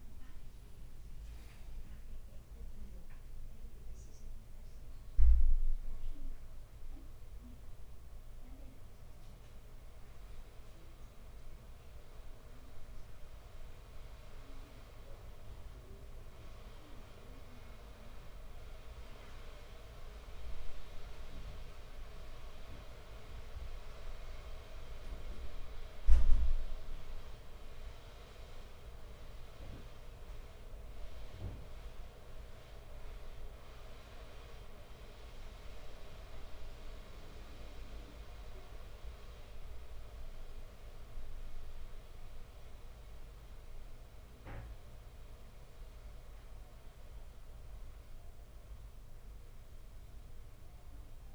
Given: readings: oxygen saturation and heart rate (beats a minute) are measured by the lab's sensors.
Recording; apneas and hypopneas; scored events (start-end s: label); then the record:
a person partly awake in a sleep study, by a room microphone; none
11.50-51.35 s: new sleep stage, N1 (lightest sleep)
From the record:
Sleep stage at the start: awake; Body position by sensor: on the back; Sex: male